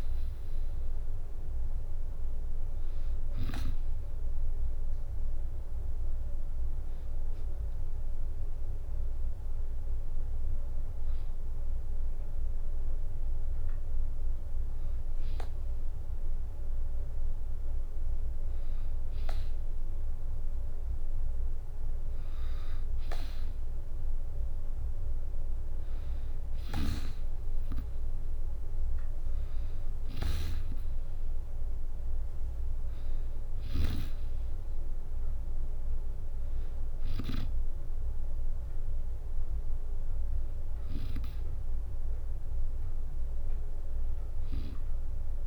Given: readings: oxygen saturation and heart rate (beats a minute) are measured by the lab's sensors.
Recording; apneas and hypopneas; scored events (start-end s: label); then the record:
breathing in sleep by a room microphone; none
26.00-33.50 s: snoring (device-marked)
28.00-40.00 s: drop in pulse transit time (device-marked, heart rate 66 before, 67 extreme)
From the record:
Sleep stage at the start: N2 (light sleep); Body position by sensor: on the back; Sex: female